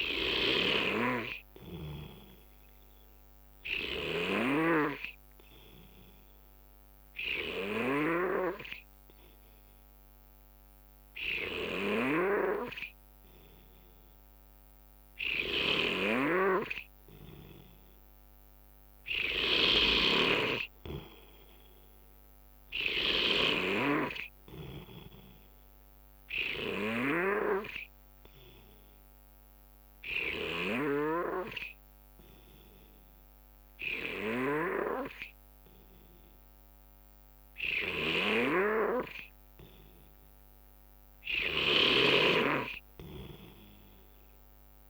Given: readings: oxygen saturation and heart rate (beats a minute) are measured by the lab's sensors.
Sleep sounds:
breathing in sleep by a microphone on the trachea; 2
0.00-8.50 s: snoring (device-marked)
5.00-16.00 s: hypopnea (oxygen 94% before, 90% lowest, heart rate 70 before, 68 extreme, up 3 after)
15.50-44.90 s: snoring (device-marked)
18.50-22.50 s: arousal
21.50-35.50 s: oxygen desaturation (device-marked, oxygen 94% before, 91% lowest, heart rate 70 before, 69 extreme)
28.00-40.50 s: obstructive apnea (oxygen 94% before, 90% lowest, heart rate 70 before, 69 extreme, up 2 after)
33.50-44.90 s: new sleep stage, N2 (light sleep)
43.50-44.90 s: oxygen desaturation (device-marked, oxygen 94% before, 90% lowest, heart rate 71 before, 68 extreme)
From the record:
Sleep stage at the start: N3 (deep sleep); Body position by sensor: on the right side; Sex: male

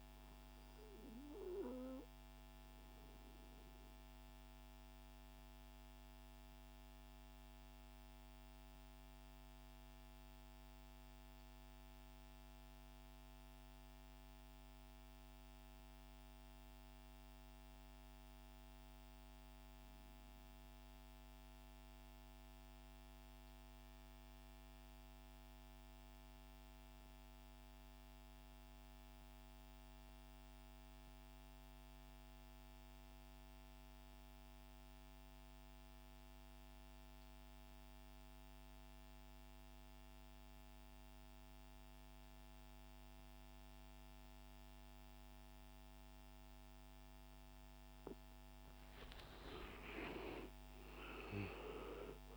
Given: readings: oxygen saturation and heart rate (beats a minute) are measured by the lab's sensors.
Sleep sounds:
breathing in sleep by a microphone on the trachea; 1
0.00-13.00 s: oxygen desaturation (device-marked, oxygen 93% lowest, heart rate 106 extreme)
2.00-48.00 s: mixed apnea (oxygen 98% before, 87% lowest, heart rate 176 before, 106 extreme, up 31 after)
46.00-52.37 s: oxygen desaturation (device-marked, oxygen 96% before, 87% lowest, heart rate 149 before, 102 extreme)
49.00-52.37 s: arousal
From the record:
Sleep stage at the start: N2 (light sleep); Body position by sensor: on the right side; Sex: male

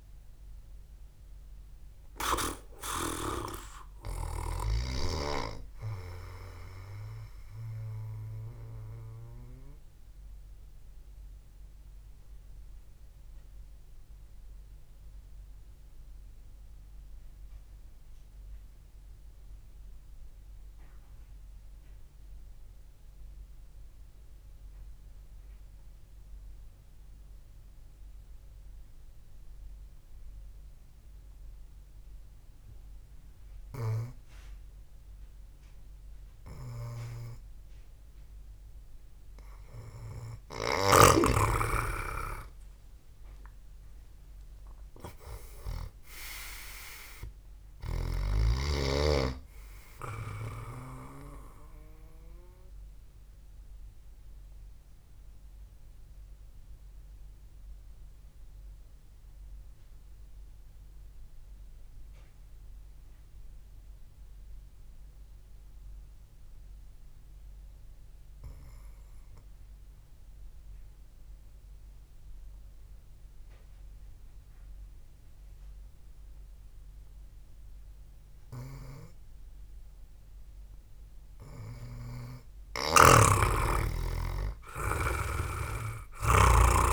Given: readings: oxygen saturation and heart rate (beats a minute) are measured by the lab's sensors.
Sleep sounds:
breathing in sleep by a room microphone; 2
6.50-22.50 s: oxygen desaturation (device-marked, oxygen 95% before, 88% lowest, heart rate 61 before, 56 extreme)
8.50-36.50 s: mixed apnea (oxygen 97% before, 88% lowest, heart rate 61 before, 56 extreme, up 0 after)
35.50-56.50 s: oxygen desaturation (device-marked, oxygen 99% before, 90% lowest, heart rate 66 before, 56 extreme)
40.50-45.00 s: arousal
54.50-81.50 s: mixed apnea (oxygen 99% before, 87% lowest, heart rate 59 before, 54 extreme, up 0 after)
61.50-71.50 s: oxygen desaturation (device-marked, oxygen 92% before, 88% lowest, heart rate 59 before, 54 extreme)
81.50-86.93 s: oxygen desaturation (device-marked, oxygen 98% before, 87% lowest, heart rate 65 before, 55 extreme)
83.50-86.93 s: snoring (device-marked)
84.50-86.93 s: arousal
From the record:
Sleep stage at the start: N2 (light sleep); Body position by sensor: on the back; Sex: male

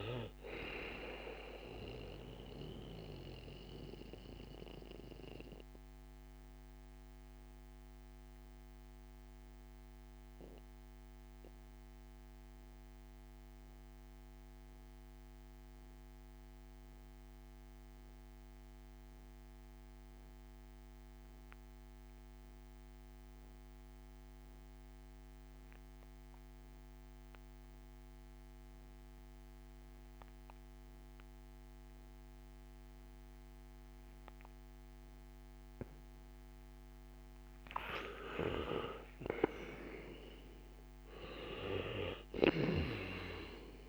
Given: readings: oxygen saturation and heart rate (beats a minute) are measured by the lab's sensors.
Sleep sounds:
breathing in sleep by a microphone on the trachea; 1
0.00-22.00 s: oxygen desaturation (device-marked, oxygen 82% lowest, heart rate 56 extreme)
3.00-36.50 s: mixed apnea (oxygen 94% before, 82% lowest, heart rate 64 before, 56 extreme, up 8 after)
37.00-43.89 s: oxygen desaturation (device-marked, oxygen 98% before, 84% lowest, heart rate 62 before, 55 extreme)
37.50-43.50 s: arousal
From the record:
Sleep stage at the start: N2 (light sleep); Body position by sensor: on the back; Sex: male

